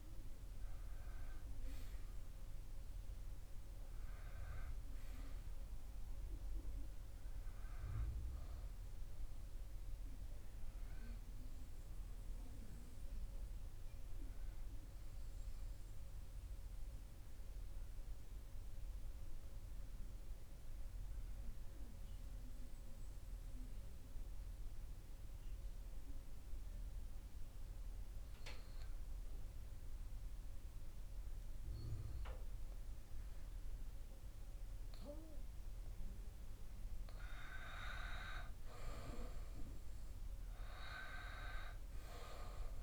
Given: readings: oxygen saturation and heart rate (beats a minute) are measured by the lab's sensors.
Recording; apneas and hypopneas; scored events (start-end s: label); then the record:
breathing in sleep by a room microphone; 1
0.00-1.00 s: arousal
12.50-34.50 s: obstructive apnea (oxygen 97% before, 93% lowest)
39.00-42.83 s: arousal
From the record:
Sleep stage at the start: N2 (light sleep); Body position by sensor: on the back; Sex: male